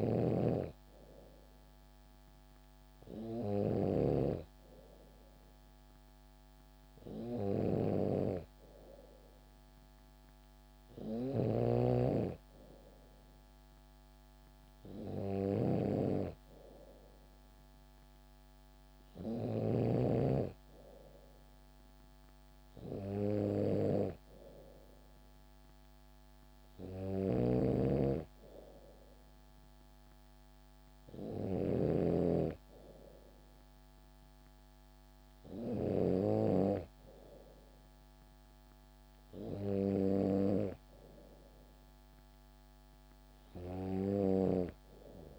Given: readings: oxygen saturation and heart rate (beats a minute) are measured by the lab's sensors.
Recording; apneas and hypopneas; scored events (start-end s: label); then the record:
breathing in sleep by a microphone on the trachea; none
0.00-3.50 s: snoring (device-marked)
10.50-19.50 s: snoring (device-marked)
26.50-31.50 s: snoring (device-marked)
From the record:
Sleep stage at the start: N2 (light sleep); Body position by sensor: on the back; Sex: female